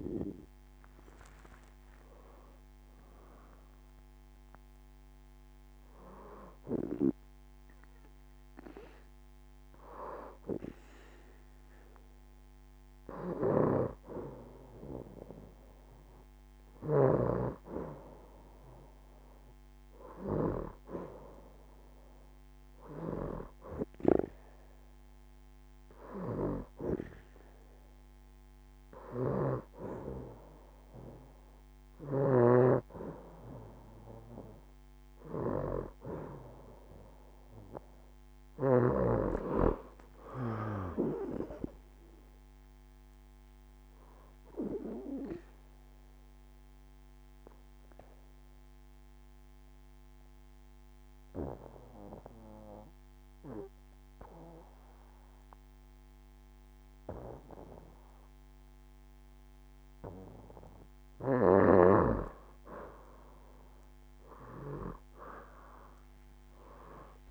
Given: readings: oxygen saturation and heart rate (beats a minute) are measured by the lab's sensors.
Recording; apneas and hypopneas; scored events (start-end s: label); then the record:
breathing in sleep by a microphone on the trachea; 1
0.00-1.50 s: arousal
0.00-11.00 s: oxygen desaturation (device-marked, oxygen 93% before, 90% lowest, heart rate 71 before, 67 extreme)
38.00-41.50 s: arousal
44.50-61.50 s: obstructive apnea (oxygen 92% before, 86% lowest, heart rate 72 before, 65 extreme, up 49 after)
From the record:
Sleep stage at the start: N2 (light sleep); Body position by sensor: on the back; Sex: female